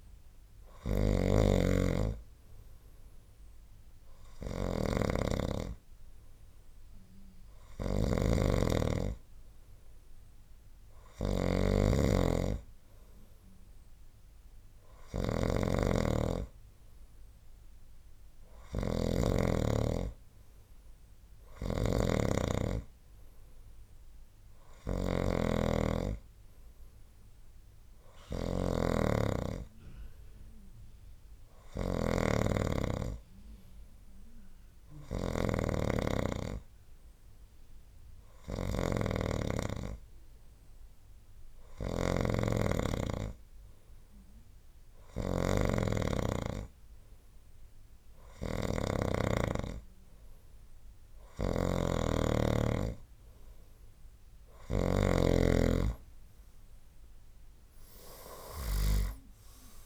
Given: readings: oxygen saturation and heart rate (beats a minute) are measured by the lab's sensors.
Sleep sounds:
breathing in sleep by a room microphone; none
0.00-59.00 s: snoring (device-marked)
From the record:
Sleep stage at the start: N2 (light sleep); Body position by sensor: on the right side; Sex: male

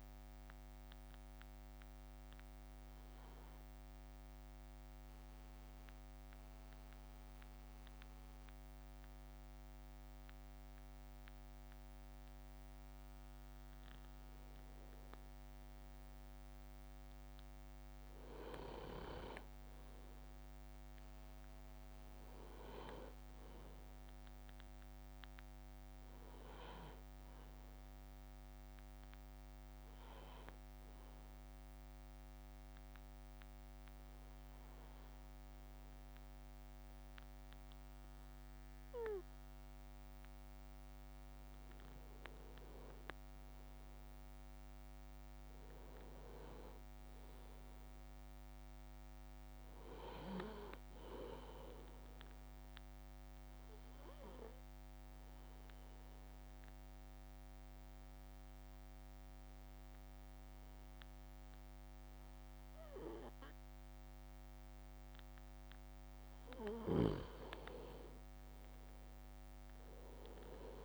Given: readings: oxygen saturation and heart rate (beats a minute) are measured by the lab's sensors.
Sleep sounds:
breathing in sleep by a microphone on the trachea; 3
0.50-14.00 s: central apnea (oxygen 98% before, 96% lowest, heart rate 56 before, 53 extreme, up 4 after)
12.50-22.50 s: drop in pulse transit time (device-marked, heart rate 54 before, 55 extreme)
15.50-18.00 s: arousal
31.50-41.50 s: obstructive apnea (oxygen 99% before, 96% lowest, heart rate 55 before, 52 extreme, up 2 after)
40.50-54.50 s: drop in pulse transit time (device-marked, heart rate 55 before, 53 extreme)
42.50-45.50 s: arousal
53.50-66.00 s: obstructive apnea (oxygen 98% before, 96% lowest, heart rate 56 before, 51 extreme, up 6 after)
69.50-70.85 s: arousal
From the record:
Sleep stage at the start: N2 (light sleep); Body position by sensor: on the back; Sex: male

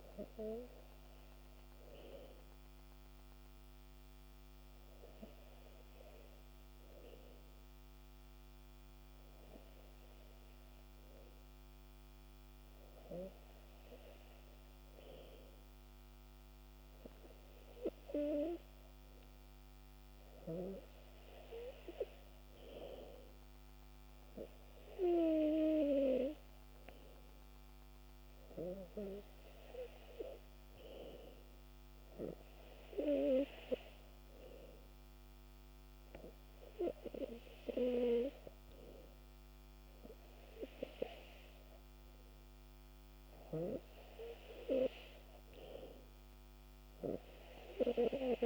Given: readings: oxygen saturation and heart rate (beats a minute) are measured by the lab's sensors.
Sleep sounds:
breathing in sleep by a microphone on the trachea; 1
0.00-7.00 s: oxygen desaturation (device-marked, oxygen 92% lowest, heart rate 64 extreme)
0.50-30.00 s: hypopnea (oxygen 96% before, 93% lowest, heart rate 74 before, 65 extreme, up 5 after)
31.50-35.50 s: arousal
From the record:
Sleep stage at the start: N2 (light sleep); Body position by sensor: on the back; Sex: male

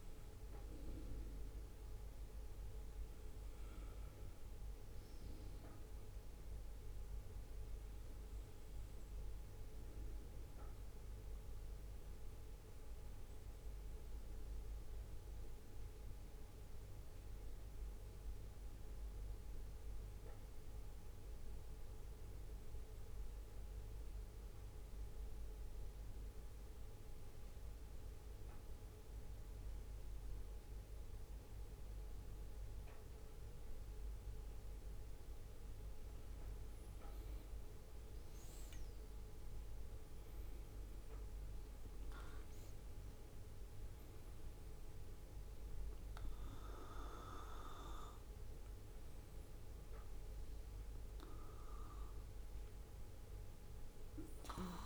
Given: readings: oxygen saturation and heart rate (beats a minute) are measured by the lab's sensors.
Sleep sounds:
breathing in sleep, hard to hear, by a room microphone; 1
7.50-11.00 s: arousal
15.50-34.00 s: obstructive apnea (oxygen 98% before, 96% lowest, heart rate 65 before, 62 extreme, up 5 after)
35.50-39.00 s: arousal
From the record:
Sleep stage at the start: N2 (light sleep); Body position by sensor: on the right side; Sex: male

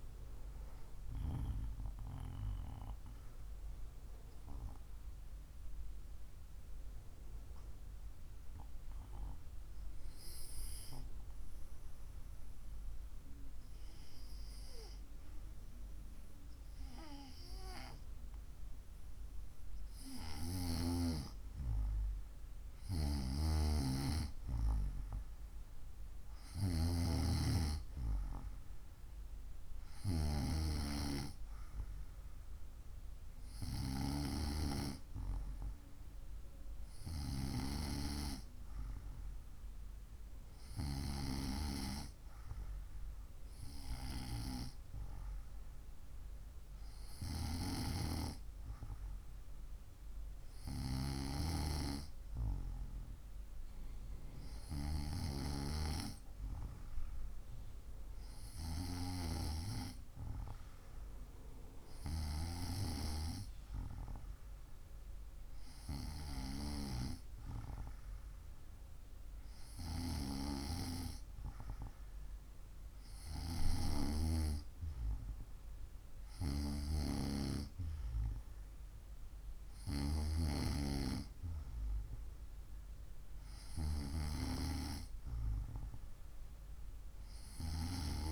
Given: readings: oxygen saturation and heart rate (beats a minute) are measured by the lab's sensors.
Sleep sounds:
breathing in sleep by a room microphone; 1
6.00-19.50 s: hypopnea (oxygen 96% before, 93% lowest, heart rate 70 before, 59 extreme, up 2 after)
20.50-23.50 s: arousal
22.50-39.50 s: oxygen desaturation (device-marked, oxygen 98% before, 93% lowest, heart rate 68 before, 59 extreme)
From the record:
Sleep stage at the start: N2 (light sleep); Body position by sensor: on the right side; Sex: female

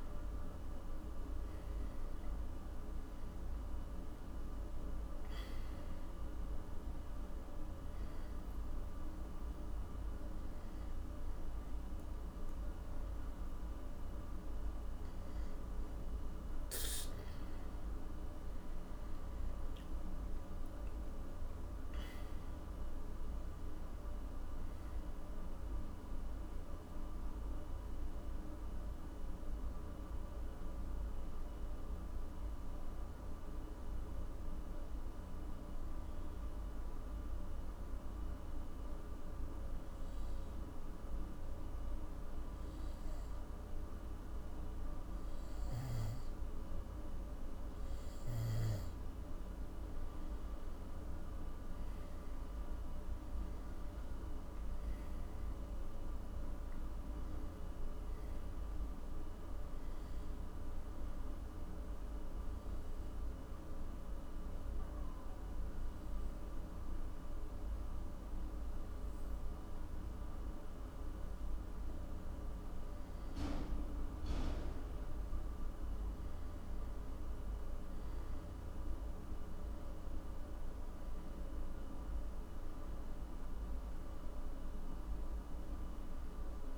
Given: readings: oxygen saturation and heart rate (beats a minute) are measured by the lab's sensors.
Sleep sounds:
breathing in sleep, hard to hear, by a room microphone; 3
0.50-5.50 s: arousal
5.50-26.50 s: oxygen desaturation (device-marked, oxygen 97% before, 92% lowest, heart rate 61 before, 49 extreme)
9.00-19.50 s: hypopnea (oxygen 97% before, 92% lowest, heart rate 64 before, 49 extreme, up 21 after)
21.50-25.50 s: arousal
35.50-48.50 s: obstructive apnea (oxygen 98% before, 93% lowest, heart rate 59 before, 48 extreme, up 16 after)
51.00-54.50 s: arousal
55.50-74.50 s: oxygen desaturation (device-marked, oxygen 97% before, 93% lowest, heart rate 57 before, 48 extreme)
62.50-73.50 s: obstructive apnea (oxygen 98% before, 92% lowest, heart rate 62 before, 50 extreme, up 12 after)
77.00-81.50 s: arousal
From the record:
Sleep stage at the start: N2 (light sleep); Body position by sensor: on the back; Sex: male

